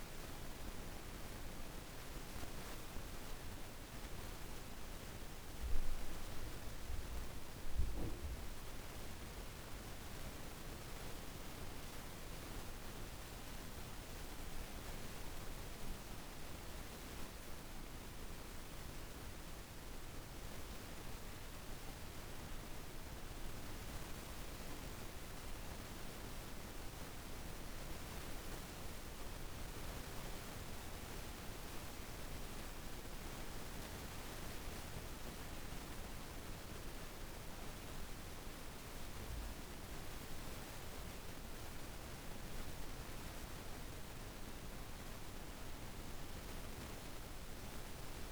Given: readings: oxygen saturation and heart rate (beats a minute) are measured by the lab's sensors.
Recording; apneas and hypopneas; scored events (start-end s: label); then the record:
breathing in sleep, hard to hear, by a room microphone; 1
0.00-3.00 s: oxygen desaturation (device-marked, oxygen 90% lowest, heart rate 53 extreme)
17.00-22.00 s: arousal
25.00-36.50 s: obstructive apnea (oxygen 96% before, 87% lowest, heart rate 55 before, 54 extreme, up 5 after)
39.50-43.50 s: arousal
43.00-48.32 s: oxygen desaturation (device-marked, oxygen 94% before, 89% lowest, heart rate 55 before, 54 extreme)
From the record:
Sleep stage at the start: N2 (light sleep); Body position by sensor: on the back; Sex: female